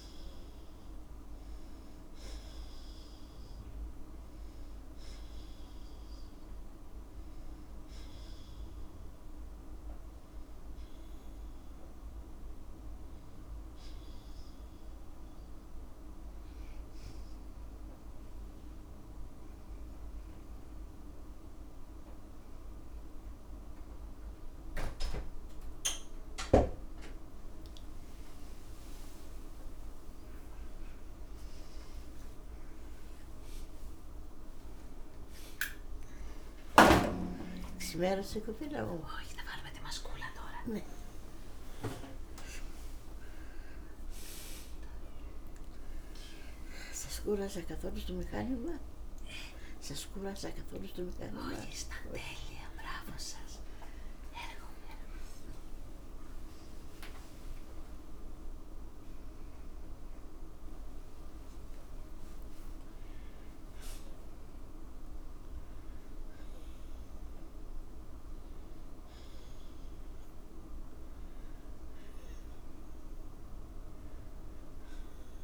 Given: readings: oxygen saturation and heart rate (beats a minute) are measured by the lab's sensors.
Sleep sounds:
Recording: a person partly awake in a sleep study, by a room microphone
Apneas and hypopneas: 1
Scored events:
0.00-29.00 s: oxygen desaturation (device-marked, oxygen 90% lowest, heart rate 53 extreme)
16.50-28.50 s: hypopnea (oxygen 96% before, 90% lowest, heart rate 57 before, 53 extreme, up 16 after)
34.00-36.00 s: long interval between heartbeats (device-marked, heart rate 55 before, 68 extreme)
40.00-75.43 s: new sleep stage, awake
42.50-44.50 s: long interval between heartbeats (device-marked, heart rate 60 before, 74 extreme)
46.50-50.00 s: snoring (device-marked)
From the record:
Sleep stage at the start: N2 (light sleep)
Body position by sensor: on the back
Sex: female

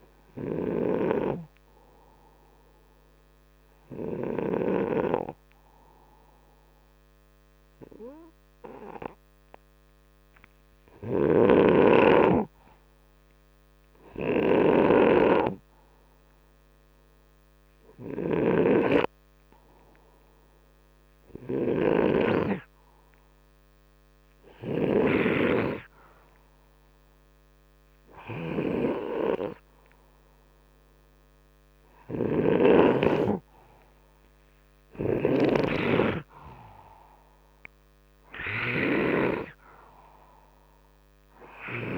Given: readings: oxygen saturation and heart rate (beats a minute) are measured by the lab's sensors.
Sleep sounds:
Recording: breathing in sleep by a microphone on the trachea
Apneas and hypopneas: none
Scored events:
0.00-4.50 s: snoring (device-marked)
11.00-32.50 s: snoring (device-marked)
34.50-41.98 s: snoring (device-marked)
From the record:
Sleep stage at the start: N2 (light sleep)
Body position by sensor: upright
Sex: male

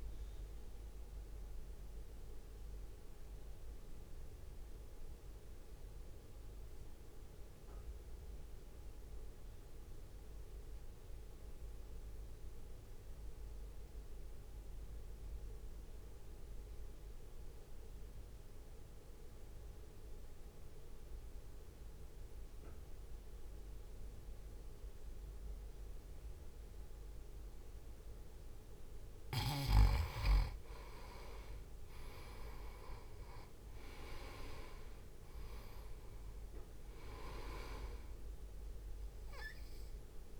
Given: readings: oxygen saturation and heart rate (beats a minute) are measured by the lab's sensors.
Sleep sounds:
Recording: breathing in sleep by a room microphone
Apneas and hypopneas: 1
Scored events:
0.00-8.50 s: drop in pulse transit time (device-marked, heart rate 53 extreme)
0.00-19.50 s: oxygen desaturation (device-marked, oxygen 86% lowest, heart rate 51 extreme)
0.50-28.50 s: mixed apnea (oxygen 98% before, 86% lowest, heart rate 60 before, 51 extreme, up 1 after)
31.50-35.00 s: arousal
33.50-40.40 s: oxygen desaturation (device-marked, oxygen 96% before, 88% lowest, heart rate 61 before, 51 extreme)
34.50-40.40 s: drop in pulse transit time (device-marked, heart rate 61 before, 51 extreme)
From the record:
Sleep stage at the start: N2 (light sleep)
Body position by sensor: on the right side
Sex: male

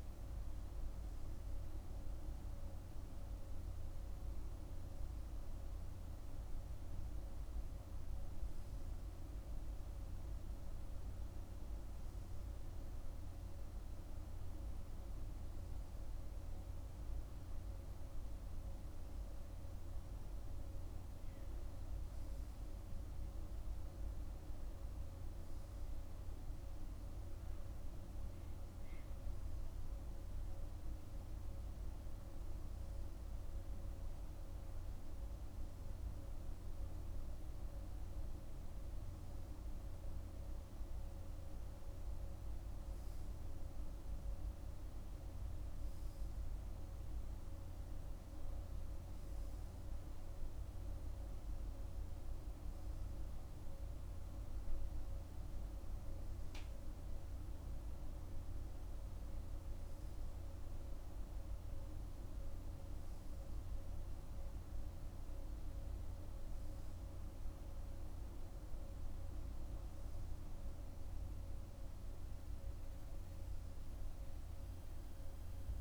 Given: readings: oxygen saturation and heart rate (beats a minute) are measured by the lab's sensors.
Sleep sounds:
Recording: breathing in sleep, hard to hear, by a room microphone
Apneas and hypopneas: none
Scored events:
none scored
From the record:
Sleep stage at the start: N3 (deep sleep)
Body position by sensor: on the right side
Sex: male

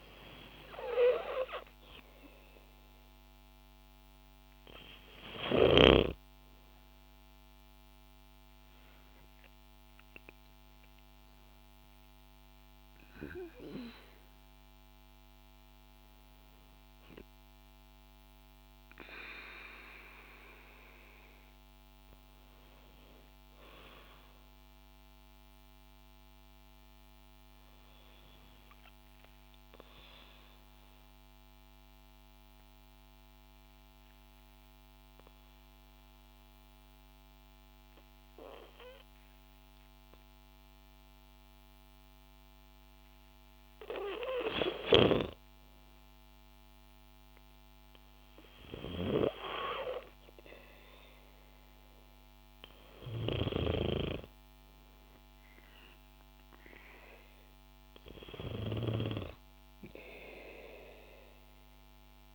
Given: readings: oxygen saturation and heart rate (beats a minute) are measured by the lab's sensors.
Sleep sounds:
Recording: breathing in sleep by a microphone on the trachea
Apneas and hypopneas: 1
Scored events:
1.00-16.00 s: oxygen desaturation (device-marked, oxygen 96% before, 91% lowest, heart rate 56 before, 51 extreme)
29.00-44.00 s: obstructive apnea (oxygen 95% before, 91% lowest, heart rate 58 before, 56 extreme, up 4 after)
45.00-48.00 s: arousal
49.00-62.35 s: oxygen desaturation (device-marked, oxygen 97% before, 91% lowest, heart rate 59 before, 56 extreme)
From the record:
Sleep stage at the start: N2 (light sleep)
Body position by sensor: on the back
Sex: female

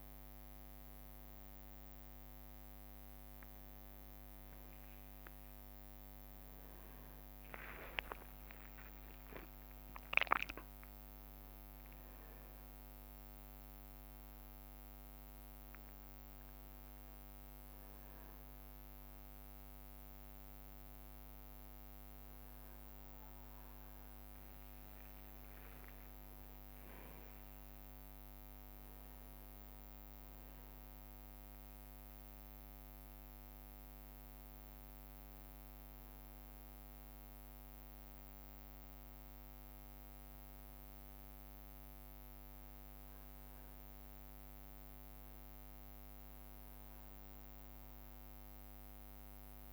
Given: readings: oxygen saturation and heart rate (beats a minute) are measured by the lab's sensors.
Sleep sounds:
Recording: a person awake in a sleep study, hard to hear, by a microphone on the trachea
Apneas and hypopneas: none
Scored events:
3.50-9.50 s: tachycardia (device-marked, heart rate 66 before, 128 extreme)
4.00-11.50 s: leg movement (device-marked)
4.50-15.50 s: drop in pulse transit time (device-marked, heart rate 65 before, 77 extreme)
5.50-7.50 s: long interval between heartbeats (device-marked, heart rate 66 before, 100 extreme)
7.50-9.50 s: long interval between heartbeats (device-marked, heart rate 70 before, 121 extreme)
11.50-20.00 s: leg movement (device-marked)
25.00-27.00 s: long interval between heartbeats (device-marked, heart rate 87 before, 78 extreme)
25.00-28.50 s: leg movement (device-marked)
From the record:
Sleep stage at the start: awake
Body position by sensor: on the back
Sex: male

